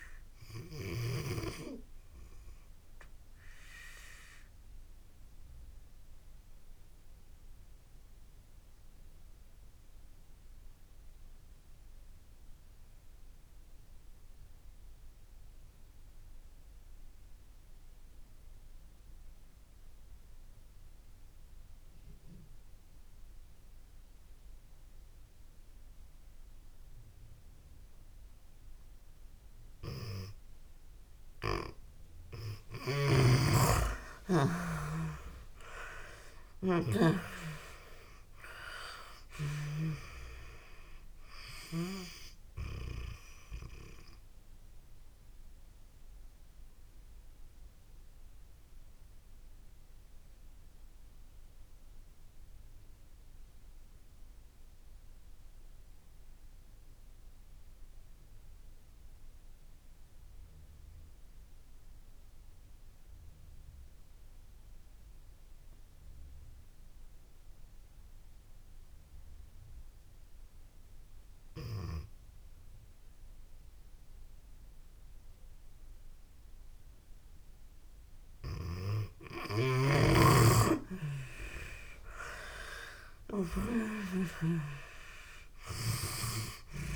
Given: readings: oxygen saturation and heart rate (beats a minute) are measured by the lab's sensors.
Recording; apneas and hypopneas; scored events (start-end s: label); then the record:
breathing in sleep by a room microphone; 2
0.00-1.00 s: snoring (device-marked)
0.00-21.50 s: oxygen desaturation (device-marked, oxygen 83% lowest)
2.00-29.00 s: obstructive apnea (oxygen 98% before, 80% lowest)
32.50-36.50 s: arousal
36.50-65.50 s: oxygen desaturation (device-marked, oxygen 97% before, 80% lowest)
44.00-77.00 s: obstructive apnea (oxygen 97% before, 80% lowest)
80.50-84.50 s: arousal
81.50-86.96 s: oxygen desaturation (device-marked, oxygen 97% before, 80% lowest)
From the record:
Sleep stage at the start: N2 (light sleep); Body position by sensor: on the back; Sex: female